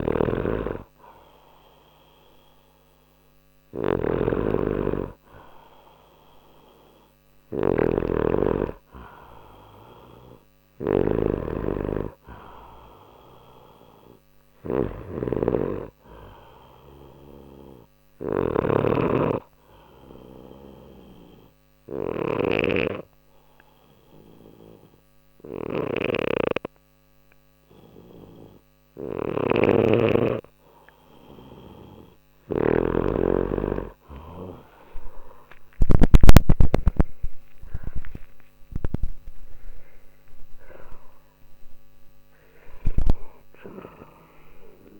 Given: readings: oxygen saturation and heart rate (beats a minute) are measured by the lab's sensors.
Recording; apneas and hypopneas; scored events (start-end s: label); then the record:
breathing in sleep by a microphone on the trachea; 1
0.00-32.50 s: snoring (device-marked)
18.00-30.50 s: obstructive apnea (oxygen 97% before, 93% lowest, heart rate 60 before, 60 extreme, up 1 after)
34.50-40.50 s: arousal
From the record:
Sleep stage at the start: N2 (light sleep); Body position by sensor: on the left side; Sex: male